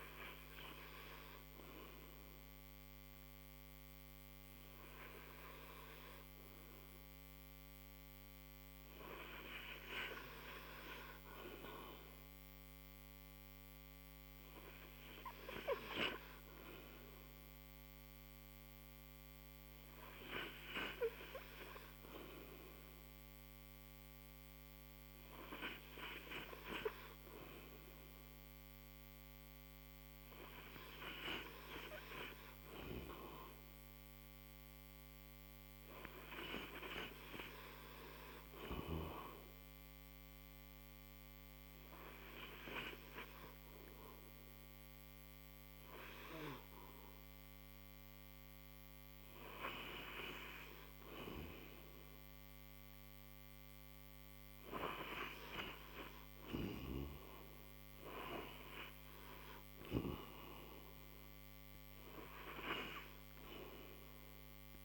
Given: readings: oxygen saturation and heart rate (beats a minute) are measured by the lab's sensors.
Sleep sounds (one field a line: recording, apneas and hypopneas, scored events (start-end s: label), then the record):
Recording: breathing in sleep by a microphone on the trachea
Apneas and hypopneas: 2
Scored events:
2.50-15.50 s: hypopnea (oxygen 94% before, 88% lowest, heart rate 87 before, 54 extreme, up 45 after)
17.50-22.00 s: arousal
18.50-44.50 s: oxygen desaturation (device-marked, oxygen 95% before, 88% lowest, heart rate 82 before, 56 extreme)
32.50-64.85 s: new sleep stage, REM sleep
39.50-51.00 s: hypopnea (oxygen 95% before, 88% lowest, heart rate 67 before, 56 extreme, up 33 after)
54.00-57.00 s: arousal
From the record:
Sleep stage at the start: N2 (light sleep)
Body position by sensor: on the right side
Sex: male